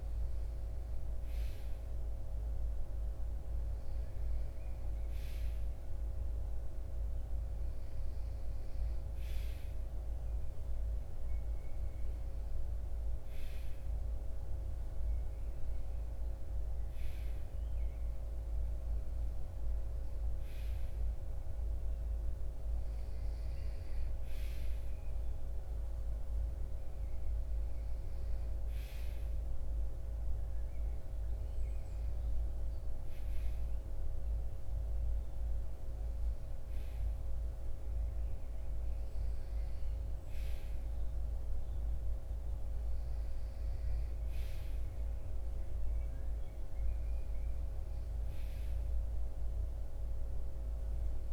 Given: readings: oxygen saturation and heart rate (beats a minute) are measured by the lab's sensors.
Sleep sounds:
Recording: breathing in sleep, hard to hear, by a room microphone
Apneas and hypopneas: none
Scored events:
none scored
From the record:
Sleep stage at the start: REM sleep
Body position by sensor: on the right side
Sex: male

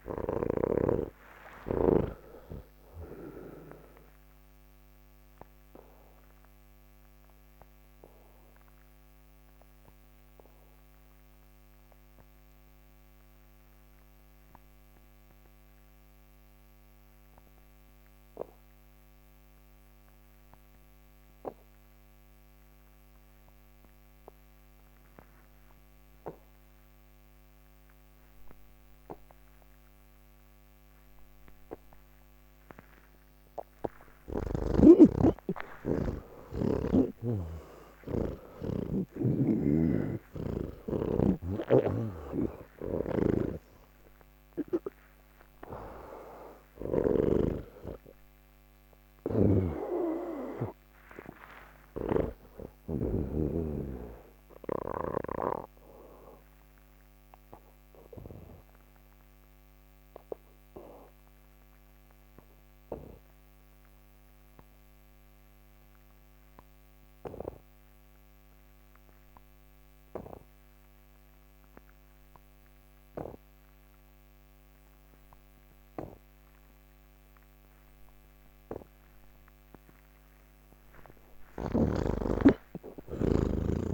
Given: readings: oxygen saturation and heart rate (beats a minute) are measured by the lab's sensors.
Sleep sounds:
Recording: breathing in sleep by a microphone on the trachea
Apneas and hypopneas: 2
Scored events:
0.00-1.50 s: oxygen desaturation (device-marked, oxygen 86% lowest, heart rate 151 extreme)
5.00-32.50 s: obstructive apnea (oxygen 99% before, 78% lowest, heart rate 177 before, 159 extreme, up 40 after)
9.50-16.50 s: oxygen desaturation (device-marked, oxygen 93% before, 83% lowest, heart rate 174 before, 159 extreme)
26.50-66.50 s: oxygen desaturation (device-marked, oxygen 98% before, 78% lowest, heart rate 170 before, 159 extreme)
41.50-47.00 s: snoring (device-marked)
49.00-53.50 s: snoring (device-marked)
55.50-79.00 s: obstructive apnea (oxygen 96% before, 78% lowest, heart rate 188 before, 169 extreme, up 30 after)
77.50-83.94 s: oxygen desaturation (device-marked, oxygen 98% before, 82% lowest, heart rate 186 before, 151 extreme)
From the record:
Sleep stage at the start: N1 (lightest sleep)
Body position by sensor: on the back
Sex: male

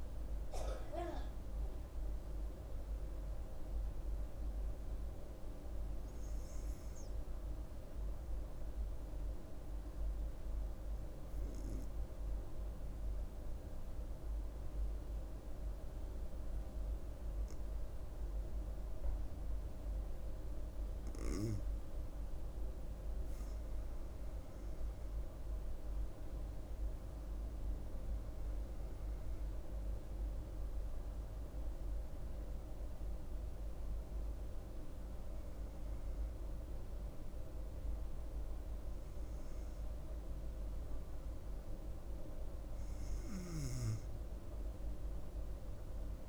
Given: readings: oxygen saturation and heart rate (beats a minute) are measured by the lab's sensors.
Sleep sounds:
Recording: breathing in sleep, hard to hear, by a room microphone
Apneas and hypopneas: 1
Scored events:
2.50-5.50 s: arousal
10.00-21.50 s: central apnea (oxygen 97% before, 93% lowest, heart rate 73 before, 68 extreme, up 9 after)
20.00-43.00 s: oxygen desaturation (device-marked, oxygen 97% before, 93% lowest, heart rate 69 before, 68 extreme)
25.00-28.50 s: arousal
From the record:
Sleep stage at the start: N2 (light sleep)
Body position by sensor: on the back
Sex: female

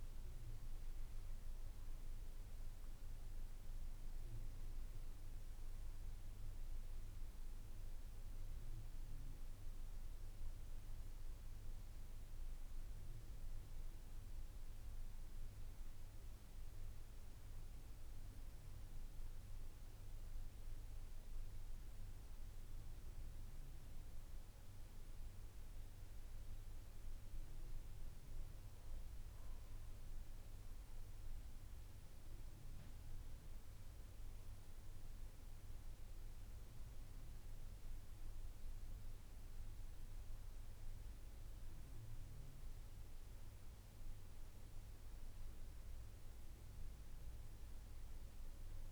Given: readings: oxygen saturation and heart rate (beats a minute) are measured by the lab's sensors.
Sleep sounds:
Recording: breathing in sleep, hard to hear, by a room microphone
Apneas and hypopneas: 1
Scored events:
18.50-30.00 s: hypopnea (oxygen 99% before, 95% lowest, heart rate 70 before, 54 extreme, up 6 after)
26.00-48.92 s: new sleep stage, N2 (light sleep)
35.00-39.00 s: arousal
From the record:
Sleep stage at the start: N1 (lightest sleep)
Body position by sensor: on the back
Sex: male

